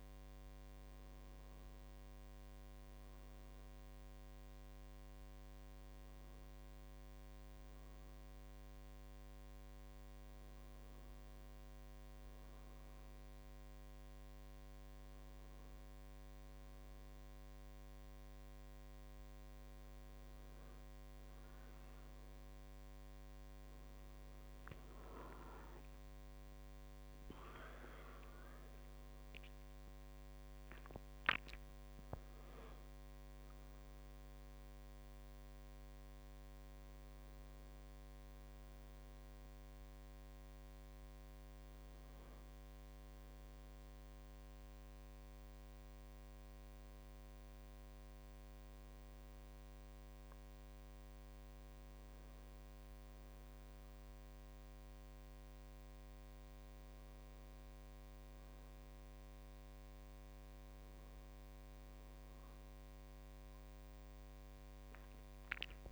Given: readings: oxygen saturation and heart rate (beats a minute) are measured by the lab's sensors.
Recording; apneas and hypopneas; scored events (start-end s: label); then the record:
a person awake in a sleep study, hard to hear, by a microphone on the trachea; none
27.00-29.00 s: long interval between heartbeats (device-marked, heart rate 52 before, 62 extreme)
27.00-41.00 s: drop in pulse transit time (device-marked, heart rate 52 before, 50 extreme)
62.00-65.92 s: drop in pulse transit time (device-marked, heart rate 51 before, 52 extreme)
From the record:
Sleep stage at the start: awake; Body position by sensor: on the right side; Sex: male